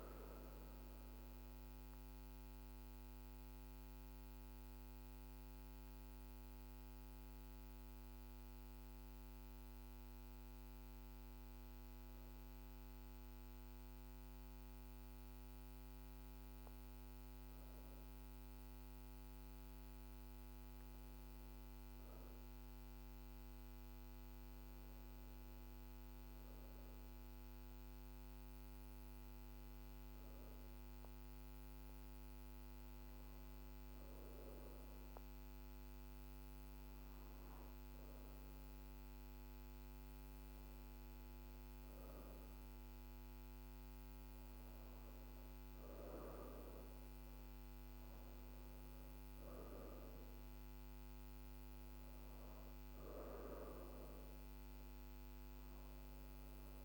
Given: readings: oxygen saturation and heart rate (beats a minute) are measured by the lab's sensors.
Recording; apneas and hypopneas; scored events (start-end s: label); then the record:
breathing in sleep, hard to hear, by a microphone on the trachea; 2
1.00-13.50 s: hypopnea (oxygen 97% before, 90% lowest, heart rate 62 before, 51 extreme, up 2 after)
16.00-20.50 s: arousal
25.50-56.85 s: new sleep stage, N2 (light sleep)
26.50-40.50 s: oxygen desaturation (device-marked, oxygen 98% before, 94% lowest, heart rate 52 before, 55 extreme)
28.00-41.50 s: hypopnea (oxygen 98% before, 90% lowest, heart rate 52 before, 55 extreme, up 2 after)
44.00-48.00 s: arousal
45.50-56.85 s: oxygen desaturation (device-marked, oxygen 95% before, 90% lowest, heart rate 55 before, 47 extreme)
From the record:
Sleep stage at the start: N1 (lightest sleep); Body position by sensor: on the back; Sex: female